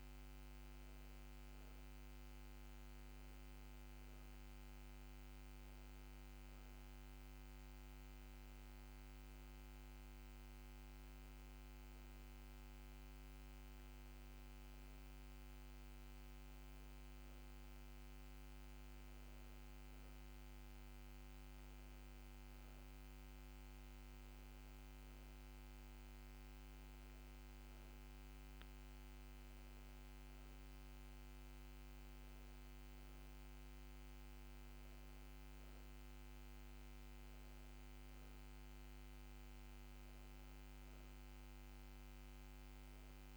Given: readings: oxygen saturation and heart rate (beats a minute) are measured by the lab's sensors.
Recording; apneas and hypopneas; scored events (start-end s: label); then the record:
breathing in sleep, hard to hear, by a microphone on the trachea; none
none scored
From the record:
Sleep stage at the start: N1 (lightest sleep); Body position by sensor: on the back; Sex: female